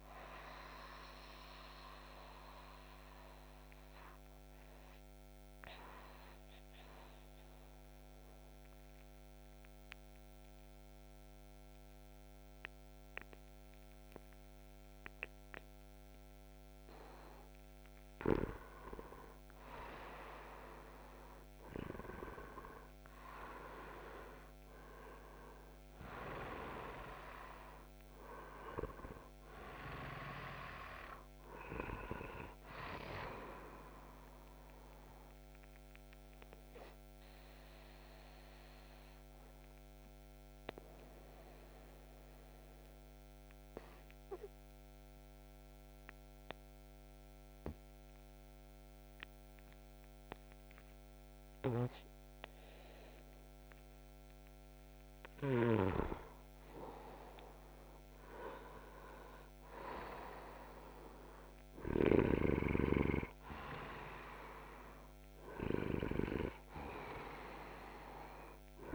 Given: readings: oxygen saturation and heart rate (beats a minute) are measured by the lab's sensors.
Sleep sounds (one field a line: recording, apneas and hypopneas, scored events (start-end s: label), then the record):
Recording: breathing in sleep by a microphone on the trachea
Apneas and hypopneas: 2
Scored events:
3.00-16.50 s: obstructive apnea (oxygen 98% before, 94% lowest, heart rate 125 before, 107 extreme, up 51 after)
16.00-68.95 s: new sleep stage, N2 (light sleep)
18.50-22.50 s: arousal
23.00-46.00 s: oxygen desaturation (device-marked, oxygen 98% before, 94% lowest, heart rate 153 before, 107 extreme)
37.00-54.00 s: hypopnea (oxygen 98% before, 93% lowest, heart rate 144 before, 130 extreme, up 35 after)
57.00-61.00 s: arousal
From the record:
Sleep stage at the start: N1 (lightest sleep)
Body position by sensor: upright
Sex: male